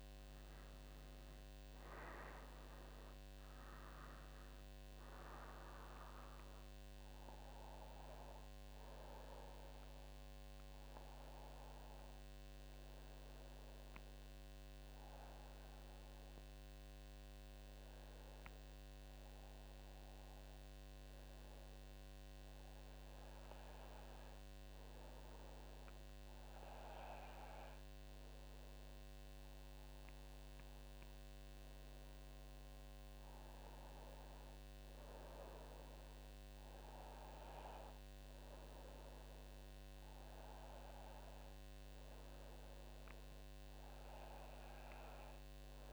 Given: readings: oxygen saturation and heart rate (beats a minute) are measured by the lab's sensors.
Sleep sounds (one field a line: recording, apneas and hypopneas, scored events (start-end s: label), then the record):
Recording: breathing in sleep, hard to hear, by a microphone on the trachea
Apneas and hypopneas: 1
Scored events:
12.50-25.00 s: hypopnea (oxygen 98% before, 96% lowest, heart rate 53 before, 51 extreme, up 4 after)
28.50-32.50 s: arousal
From the record:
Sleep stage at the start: N2 (light sleep)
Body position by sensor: on the back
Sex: female